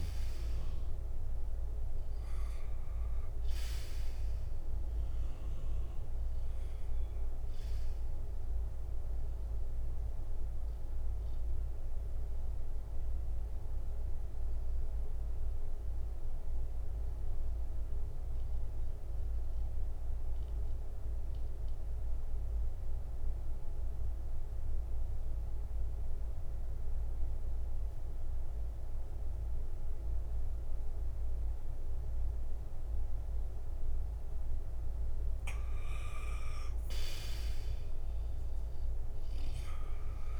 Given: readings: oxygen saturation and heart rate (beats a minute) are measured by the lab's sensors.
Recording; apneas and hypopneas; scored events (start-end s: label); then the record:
breathing in sleep, hard to hear, by a room microphone; 1
2.50-26.50 s: oxygen desaturation (device-marked, oxygen 97% before, 91% lowest, heart rate 62 before, 55 extreme)
13.00-35.50 s: mixed apnea (oxygen 97% before, 89% lowest, heart rate 62 before, 55 extreme, up 6 after)
36.50-40.39 s: arousal
From the record:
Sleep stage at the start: N2 (light sleep); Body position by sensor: on the back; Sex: male